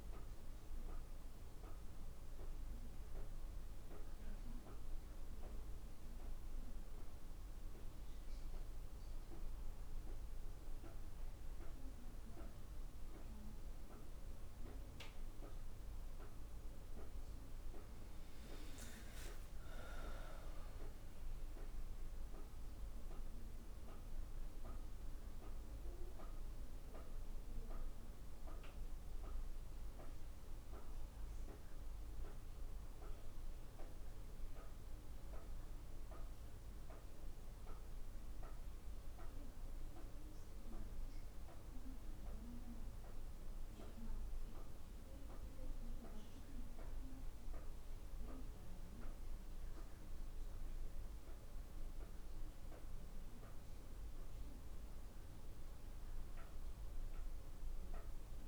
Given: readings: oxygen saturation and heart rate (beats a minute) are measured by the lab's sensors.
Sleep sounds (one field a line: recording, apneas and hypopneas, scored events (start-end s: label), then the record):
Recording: breathing in sleep, hard to hear, by a room microphone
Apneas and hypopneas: none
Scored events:
42.00-58.48 s: new sleep stage, N2 (light sleep)
From the record:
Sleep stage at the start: N1 (lightest sleep)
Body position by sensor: on the back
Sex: female